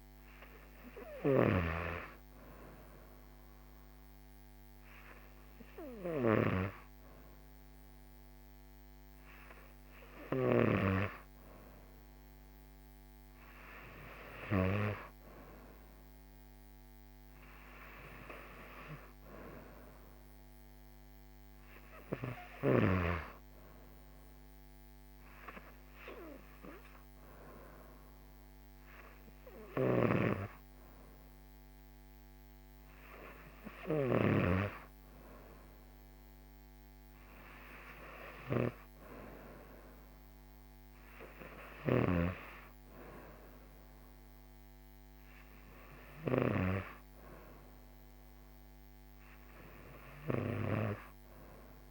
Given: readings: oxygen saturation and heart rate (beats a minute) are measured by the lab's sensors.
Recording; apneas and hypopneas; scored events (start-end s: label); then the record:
breathing in sleep by a microphone on the trachea; none
0.00-2.00 s: snoring (device-marked)
30.00-34.50 s: snoring (device-marked)
From the record:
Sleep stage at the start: N2 (light sleep); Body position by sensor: on the right side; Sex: female